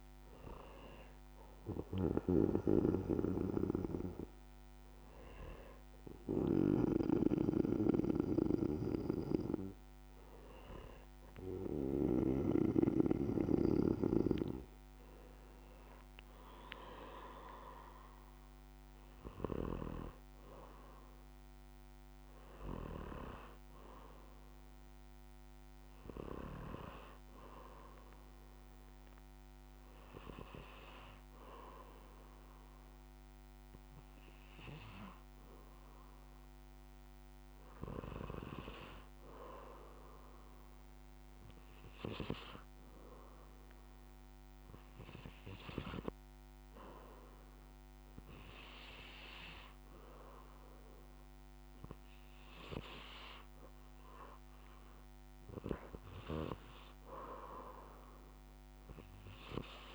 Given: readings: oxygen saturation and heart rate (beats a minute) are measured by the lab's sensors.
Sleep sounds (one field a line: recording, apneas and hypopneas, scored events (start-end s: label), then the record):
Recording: breathing in sleep by a microphone on the trachea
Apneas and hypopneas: 1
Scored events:
0.00-7.00 s: snoring (device-marked)
0.00-9.50 s: oxygen desaturation (device-marked, oxygen 87% lowest, heart rate 62 extreme)
28.50-39.00 s: hypopnea (oxygen 99% before, 92% lowest, heart rate 67 before, 67 extreme, up 7 after)
39.50-42.50 s: arousal
From the record:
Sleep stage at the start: N2 (light sleep)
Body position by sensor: on the back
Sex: male